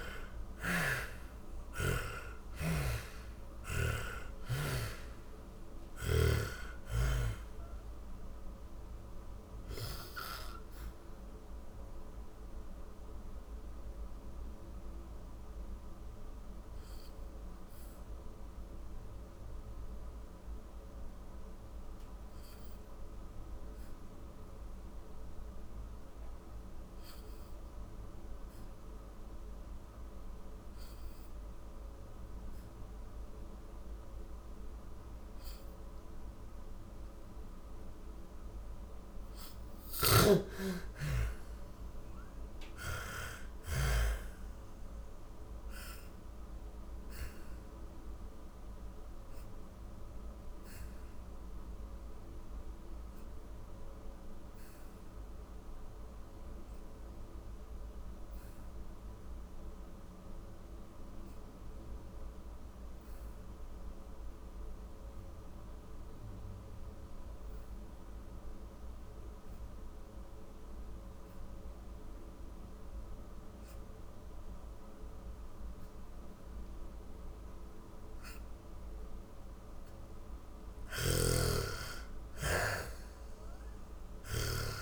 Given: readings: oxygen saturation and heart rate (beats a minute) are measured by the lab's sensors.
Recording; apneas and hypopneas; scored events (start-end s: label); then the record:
breathing in sleep by a room microphone; 2
0.00-2.50 s: arousal
0.00-4.50 s: snoring (device-marked)
0.00-25.00 s: oxygen desaturation (device-marked, oxygen 62% lowest, heart rate 45 extreme)
9.00-37.00 s: mixed apnea (oxygen 88% before, 62% lowest, heart rate 74 before, 45 extreme, up 14 after)
34.00-62.00 s: oxygen desaturation (device-marked, oxygen 96% before, 76% lowest, heart rate 56 before, 47 extreme)
37.50-43.00 s: arousal
38.00-42.00 s: snoring (device-marked)
45.50-76.50 s: obstructive apnea (oxygen 96% before, 73% lowest, heart rate 66 before, 47 extreme, up 13 after)
71.00-84.82 s: oxygen desaturation (device-marked, oxygen 96% before, 73% lowest, heart rate 53 before, 50 extreme)
78.50-84.00 s: arousal
79.00-84.00 s: snoring (device-marked)
From the record:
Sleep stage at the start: N2 (light sleep); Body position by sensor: on the back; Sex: female